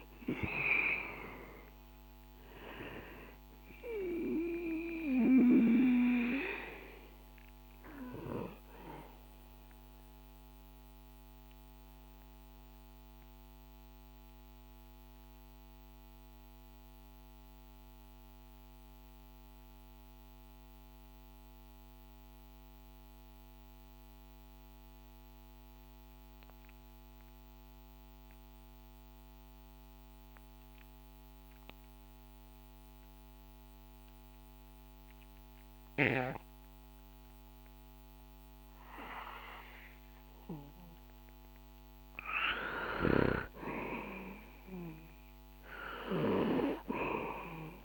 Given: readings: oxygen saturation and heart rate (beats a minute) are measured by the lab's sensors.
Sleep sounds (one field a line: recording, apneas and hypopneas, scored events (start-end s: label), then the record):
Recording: breathing in sleep by a microphone on the trachea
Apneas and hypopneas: 1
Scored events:
0.00-24.50 s: oxygen desaturation (device-marked, oxygen 89% lowest, heart rate 57 extreme)
8.50-40.50 s: mixed apnea (oxygen 98% before, 89% lowest, heart rate 65 before, 57 extreme, up 1 after)
42.50-46.00 s: arousal
43.50-47.85 s: oxygen desaturation (device-marked, oxygen 97% before, 91% lowest, heart rate 63 before, 57 extreme)
From the record:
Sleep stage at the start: N2 (light sleep)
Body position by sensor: on the back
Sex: male